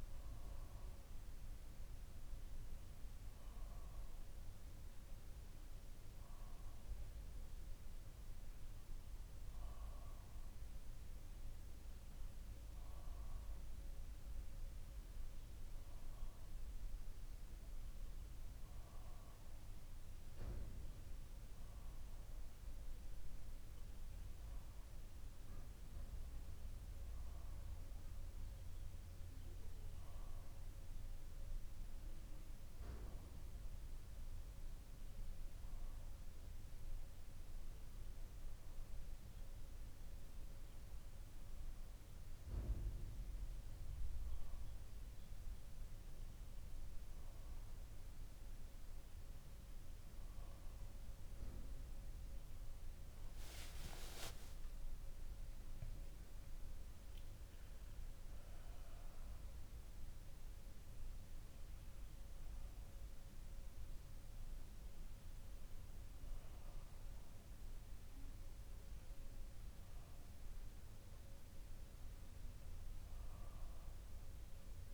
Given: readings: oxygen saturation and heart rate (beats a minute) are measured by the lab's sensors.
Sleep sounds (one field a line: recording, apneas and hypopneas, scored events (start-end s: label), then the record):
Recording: breathing in sleep, hard to hear, by a room microphone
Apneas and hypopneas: none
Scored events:
31.00-74.94 s: new sleep stage, REM sleep
50.50-54.00 s: arousal
From the record:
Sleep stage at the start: N2 (light sleep)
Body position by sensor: on the back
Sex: male